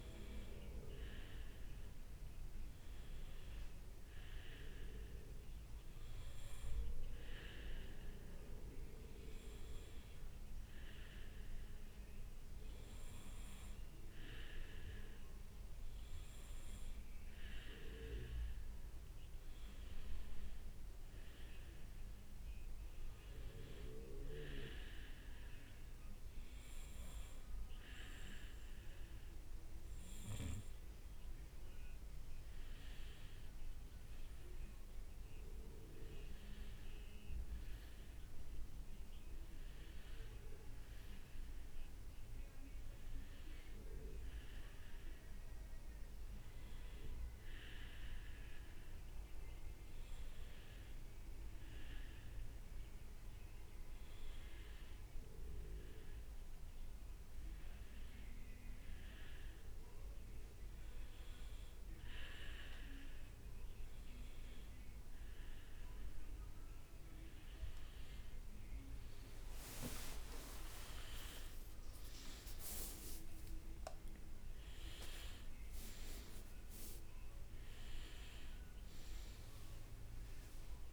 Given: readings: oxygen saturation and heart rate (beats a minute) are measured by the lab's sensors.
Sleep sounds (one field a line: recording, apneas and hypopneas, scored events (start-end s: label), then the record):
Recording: breathing in sleep by a room microphone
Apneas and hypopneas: none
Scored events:
54.00-80.93 s: new sleep stage, N1 (lightest sleep)
69.00-77.50 s: leg movement (device-marked)
70.50-74.50 s: arousal
79.00-80.93 s: leg movement (device-marked)
From the record:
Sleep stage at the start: N2 (light sleep)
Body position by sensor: on the right side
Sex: male